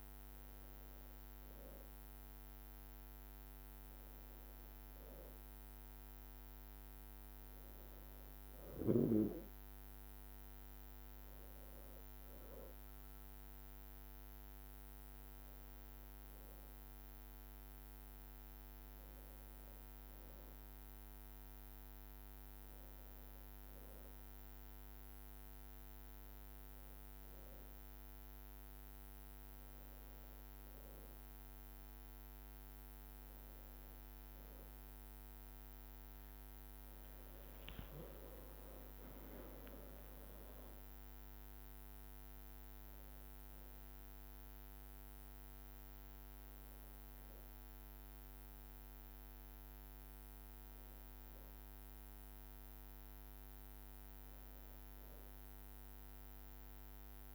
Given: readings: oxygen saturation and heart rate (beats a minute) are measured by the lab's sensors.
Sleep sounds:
breathing in sleep, hard to hear, by a microphone on the trachea; none
41.50-53.50 s: drop in pulse transit time (device-marked, heart rate 59 before, 57 extreme)
From the record:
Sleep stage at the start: N2 (light sleep); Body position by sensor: on the back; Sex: female

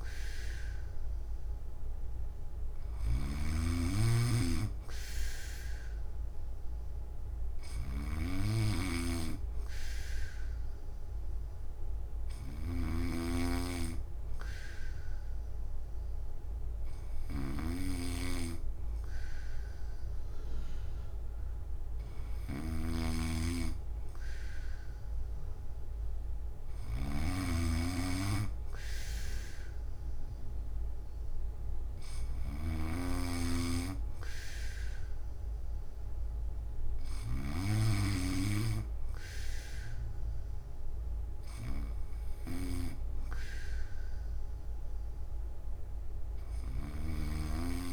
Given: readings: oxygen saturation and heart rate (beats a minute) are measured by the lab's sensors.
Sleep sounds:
breathing in sleep by a room microphone; none
0.00-37.50 s: snoring (device-marked)
46.50-47.93 s: snoring (device-marked)
From the record:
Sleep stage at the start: N3 (deep sleep); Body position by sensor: on the back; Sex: male

